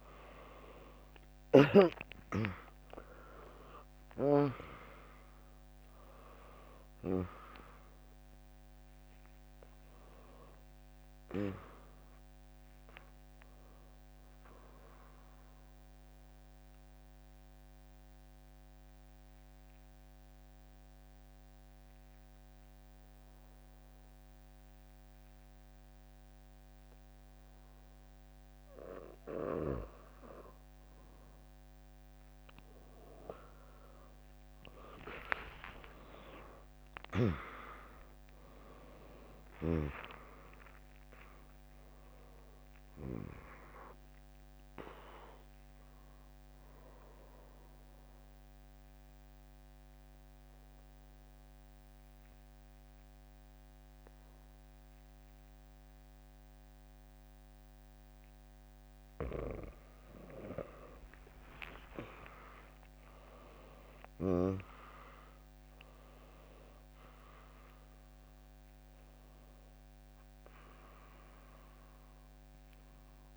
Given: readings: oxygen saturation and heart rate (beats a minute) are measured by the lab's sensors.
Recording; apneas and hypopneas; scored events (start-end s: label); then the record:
breathing in sleep by a microphone on the trachea; 2
0.00-2.00 s: arousal
0.00-23.00 s: oxygen desaturation (device-marked, oxygen 95% lowest, heart rate 58 extreme)
1.00-15.00 s: drop in pulse transit time (device-marked, heart rate 65 before, 60 extreme)
2.50-4.50 s: long interval between heartbeats (device-marked, heart rate 65 before, 69 extreme)
5.00-11.00 s: tachycardia (device-marked, heart rate 73 before, 110 extreme)
8.50-10.50 s: long interval between heartbeats (device-marked, heart rate 68 before, 105 extreme)
15.50-31.00 s: mixed apnea (oxygen 100% before, 95% lowest, heart rate 82 before, 58 extreme, up 9 after)
28.00-31.00 s: bradycardia (device-marked, heart rate 73 before, 60 extreme)
34.50-39.50 s: arousal
40.00-53.00 s: drop in pulse transit time (device-marked, heart rate 68 before, 77 extreme)
40.00-54.00 s: oxygen desaturation (device-marked, oxygen 100% before, 96% lowest, heart rate 68 before, 60 extreme)
46.00-58.00 s: obstructive apnea (oxygen 100% before, 96% lowest, heart rate 69 before, 60 extreme)
60.50-65.00 s: arousal
65.00-73.37 s: drop in pulse transit time (device-marked, heart rate 75 before, 65 extreme)
From the record:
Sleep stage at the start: N2 (light sleep); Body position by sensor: on the back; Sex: female